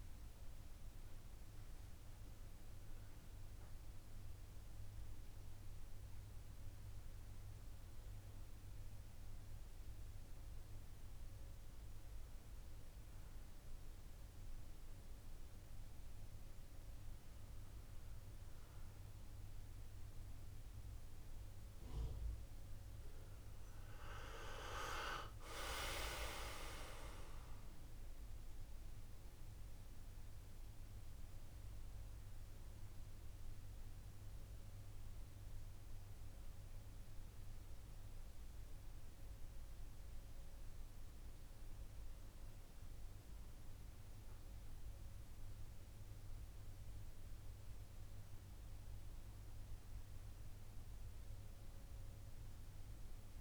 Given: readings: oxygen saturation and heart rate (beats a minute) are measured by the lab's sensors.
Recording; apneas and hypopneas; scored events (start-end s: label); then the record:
a person partly awake in a sleep study, by a room microphone; none
4.00-53.41 s: new sleep stage, N1 (lightest sleep)
From the record:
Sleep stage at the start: awake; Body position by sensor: on the back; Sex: male